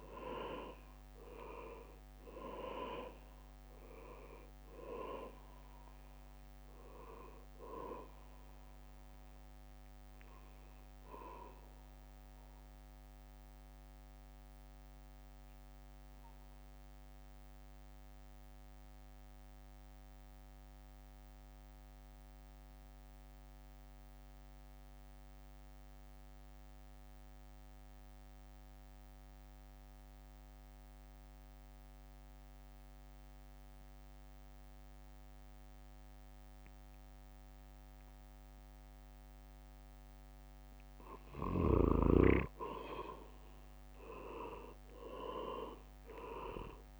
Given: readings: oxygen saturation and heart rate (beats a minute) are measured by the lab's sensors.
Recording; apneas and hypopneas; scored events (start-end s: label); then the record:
breathing in sleep by a microphone on the trachea; 1
0.00-11.50 s: drop in pulse transit time (device-marked, heart rate 57 extreme)
0.00-26.50 s: oxygen desaturation (device-marked, oxygen 90% lowest, heart rate 53 extreme)
13.50-40.00 s: mixed apnea (oxygen 99% before, 90% lowest, heart rate 62 before, 53 extreme, up 13 after)
42.50-46.50 s: arousal
44.50-47.00 s: oxygen desaturation (device-marked, oxygen 98% before, 90% lowest, heart rate 54 before, 52 extreme)
From the record:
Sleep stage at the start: N2 (light sleep); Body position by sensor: on the back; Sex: male